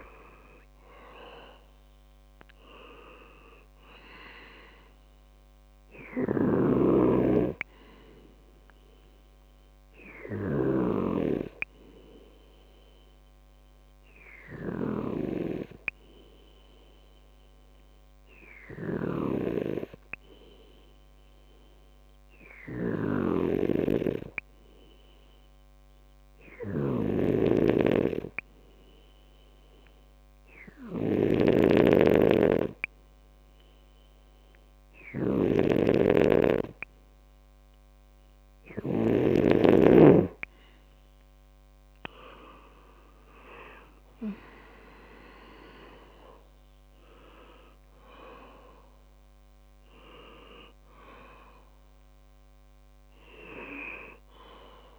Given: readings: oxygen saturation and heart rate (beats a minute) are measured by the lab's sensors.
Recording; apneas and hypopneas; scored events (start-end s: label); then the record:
breathing in sleep by a microphone on the trachea; 1
15.50-38.50 s: hypopnea (oxygen 98% before, 92% lowest, heart rate 67 before, 63 extreme, up 8 after)
27.00-40.00 s: snoring (device-marked)
40.50-44.00 s: arousal
41.00-54.99 s: oxygen desaturation (device-marked, oxygen 97% before, 92% lowest, heart rate 65 before, 62 extreme)
From the record:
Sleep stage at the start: N2 (light sleep); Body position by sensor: on the back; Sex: male